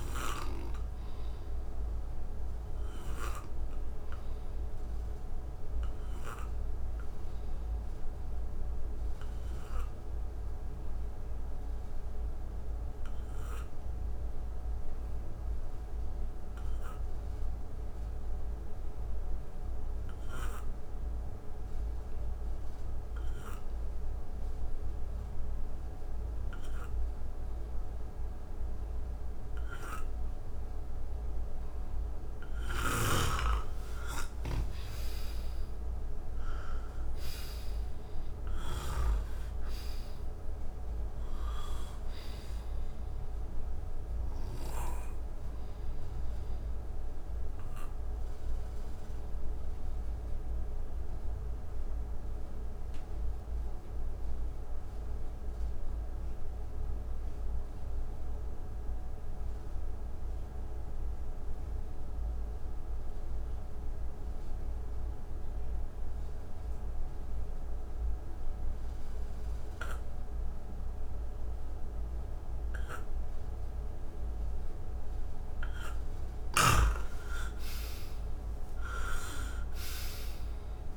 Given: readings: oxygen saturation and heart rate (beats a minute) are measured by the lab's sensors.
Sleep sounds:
breathing in sleep by a room microphone; 2
0.00-14.00 s: oxygen desaturation (device-marked, oxygen 88% lowest, heart rate 57 extreme)
2.00-31.50 s: obstructive apnea (oxygen 97% before, 84% lowest, heart rate 63 before, 58 extreme, up 9 after)
29.00-62.00 s: oxygen desaturation (device-marked, oxygen 97% before, 87% lowest, heart rate 62 before, 58 extreme)
32.50-39.00 s: snoring (device-marked)
33.50-39.00 s: arousal
44.00-75.50 s: obstructive apnea (oxygen 97% before, 84% lowest, heart rate 66 before, 57 extreme, up 12 after)
74.00-80.97 s: oxygen desaturation (device-marked, oxygen 98% before, 84% lowest, heart rate 61 before, 57 extreme)
76.00-80.97 s: snoring (device-marked)
77.00-80.97 s: arousal
From the record:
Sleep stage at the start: N2 (light sleep); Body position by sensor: on the right side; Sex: male

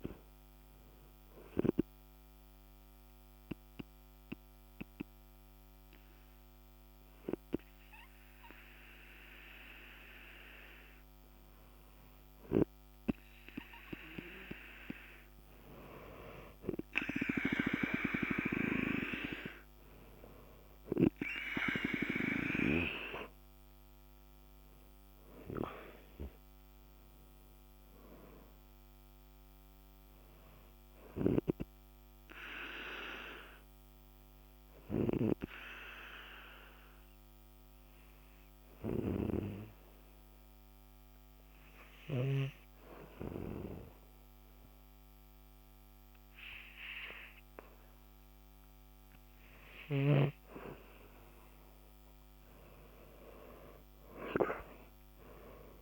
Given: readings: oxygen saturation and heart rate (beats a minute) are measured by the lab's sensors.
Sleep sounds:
breathing in sleep by a microphone on the trachea; 2
1.50-13.00 s: obstructive apnea (oxygen 97% before, 91% lowest, heart rate 59 before, 49 extreme, up 14 after)
11.50-18.50 s: oxygen desaturation (device-marked, oxygen 96% before, 91% lowest, heart rate 56 before, 52 extreme)
23.50-28.00 s: arousal
33.00-51.00 s: obstructive apnea (oxygen 96% before, 90% lowest, heart rate 58 before, 52 extreme, up 43 after)
53.50-55.82 s: arousal
From the record:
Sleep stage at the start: N2 (light sleep); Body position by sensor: on the back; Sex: male

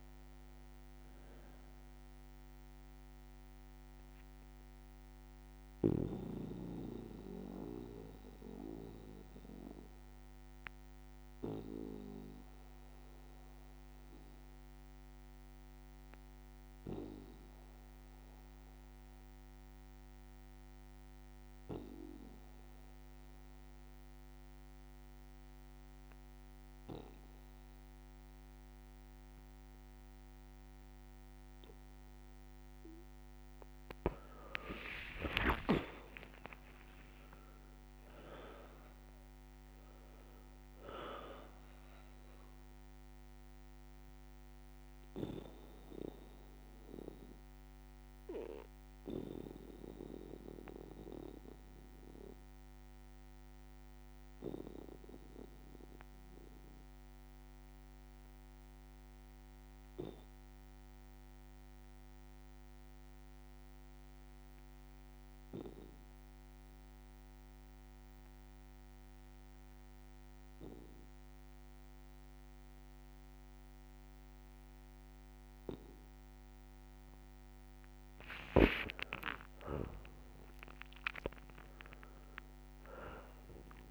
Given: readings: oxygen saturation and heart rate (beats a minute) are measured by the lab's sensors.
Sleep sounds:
breathing in sleep by a microphone on the trachea; 2
0.00-18.50 s: oxygen desaturation (device-marked, oxygen 92% lowest, heart rate 58 extreme)
5.00-32.00 s: obstructive apnea (oxygen 99% before, 91% lowest, heart rate 63 before, 58 extreme, up 14 after)
5.50-20.50 s: bradycardia (device-marked, heart rate 64 before, 58 extreme)
31.50-57.50 s: oxygen desaturation (device-marked, oxygen 99% before, 92% lowest, heart rate 59 before, 58 extreme)
34.50-39.50 s: arousal
36.50-38.50 s: long interval between heartbeats (device-marked, heart rate 60 before, 73 extreme)
48.50-60.50 s: bradycardia (device-marked, heart rate 64 before, 58 extreme)
49.50-76.50 s: obstructive apnea (oxygen 99% before, 89% lowest, heart rate 66 before, 57 extreme, up 22 after)
69.50-83.91 s: oxygen desaturation (device-marked, oxygen 99% before, 89% lowest, heart rate 59 before, 57 extreme)
78.50-80.50 s: long interval between heartbeats (device-marked, heart rate 60 before, 77 extreme)
78.50-83.50 s: arousal
From the record:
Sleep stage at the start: N2 (light sleep); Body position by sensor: on the back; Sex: male

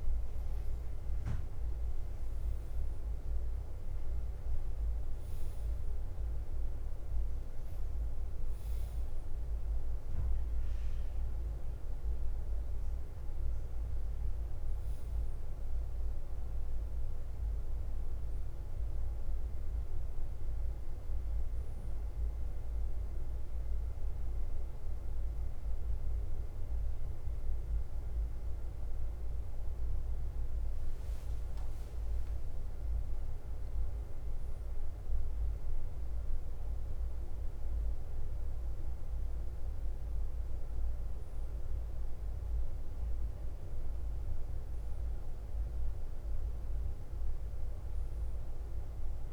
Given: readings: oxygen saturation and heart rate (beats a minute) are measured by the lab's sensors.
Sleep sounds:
breathing in sleep, hard to hear, by a room microphone; none
0.00-49.32 s: bradycardia (device-marked, heart rate 40 extreme)
33.50-38.00 s: arousal
From the record:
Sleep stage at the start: N2 (light sleep); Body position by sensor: on the front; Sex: male

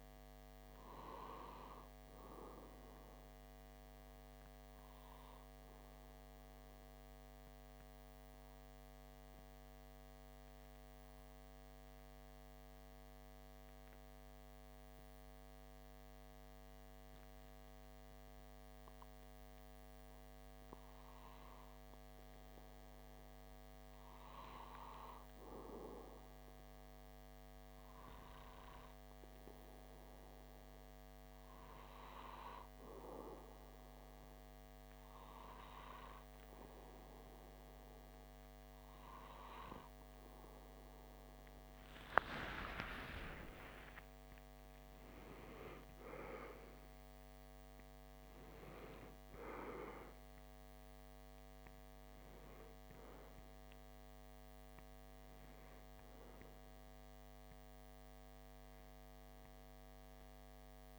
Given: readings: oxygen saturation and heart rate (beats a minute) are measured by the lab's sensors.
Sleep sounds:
breathing in sleep by a microphone on the trachea; 1
6.00-20.00 s: obstructive apnea (oxygen 97% before, 95% lowest)
22.00-26.50 s: arousal
41.50-46.50 s: arousal
From the record:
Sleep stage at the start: REM sleep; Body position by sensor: on the back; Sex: male

